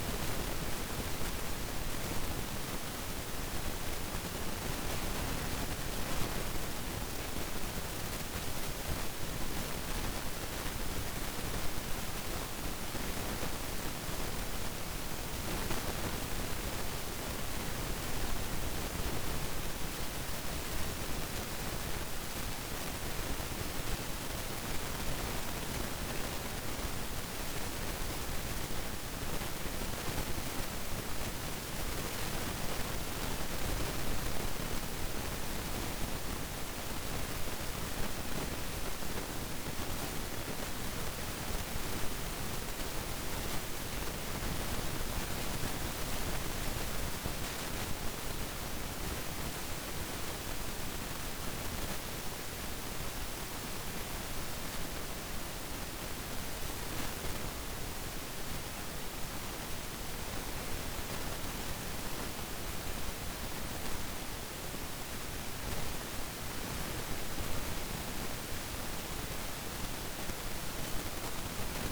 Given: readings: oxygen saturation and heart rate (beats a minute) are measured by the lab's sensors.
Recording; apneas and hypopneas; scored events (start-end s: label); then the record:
breathing in sleep, hard to hear, by a microphone on the trachea; 2
6.50-18.00 s: mixed apnea (oxygen 95% before, 93% lowest, heart rate 54 before, 52 extreme, up 2 after)
21.50-25.00 s: arousal
32.00-36.50 s: arousal
44.50-59.00 s: obstructive apnea (oxygen 97% before, 93% lowest, heart rate 58 before, 51 extreme, up 2 after)
61.00-65.00 s: arousal
From the record:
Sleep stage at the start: N2 (light sleep); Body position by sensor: on the back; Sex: male